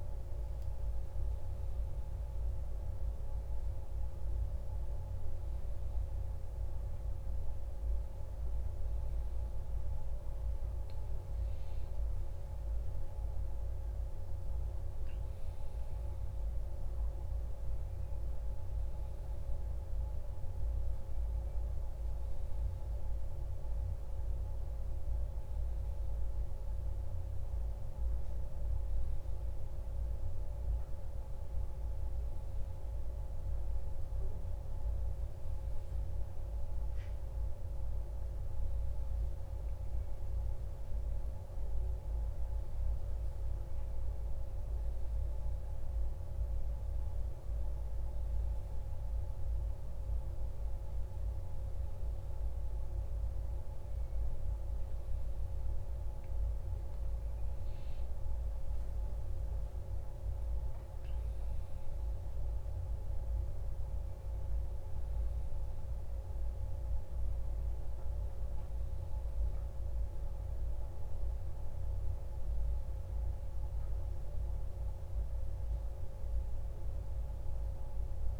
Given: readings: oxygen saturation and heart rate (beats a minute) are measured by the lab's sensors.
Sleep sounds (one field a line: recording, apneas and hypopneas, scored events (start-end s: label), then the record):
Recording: breathing in sleep, hard to hear, by a room microphone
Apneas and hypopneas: none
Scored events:
12.00-15.50 s: arousal
59.00-62.50 s: arousal
From the record:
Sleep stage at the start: N1 (lightest sleep)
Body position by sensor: on the back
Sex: male